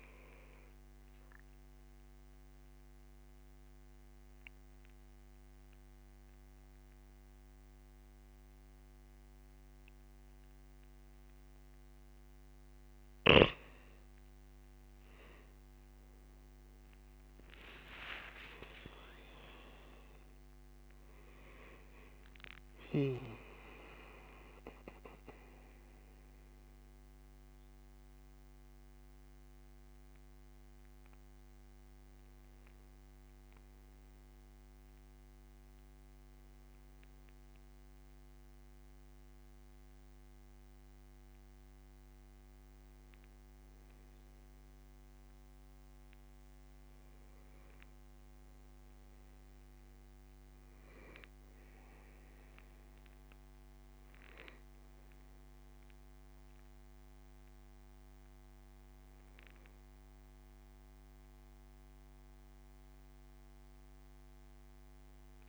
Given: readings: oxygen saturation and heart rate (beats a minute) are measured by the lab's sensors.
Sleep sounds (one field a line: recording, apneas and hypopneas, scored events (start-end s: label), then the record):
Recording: breathing in sleep by a microphone on the trachea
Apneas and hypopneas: 1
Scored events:
0.50-12.50 s: obstructive apnea (oxygen 96% before, 91% lowest, heart rate 78 before, 69 extreme, up 11 after)
14.50-17.50 s: arousal
16.50-45.50 s: oxygen desaturation (device-marked, oxygen 96% before, 91% lowest, heart rate 77 before, 69 extreme)
48.50-52.50 s: arousal
From the record:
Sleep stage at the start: N2 (light sleep)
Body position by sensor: on the back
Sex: male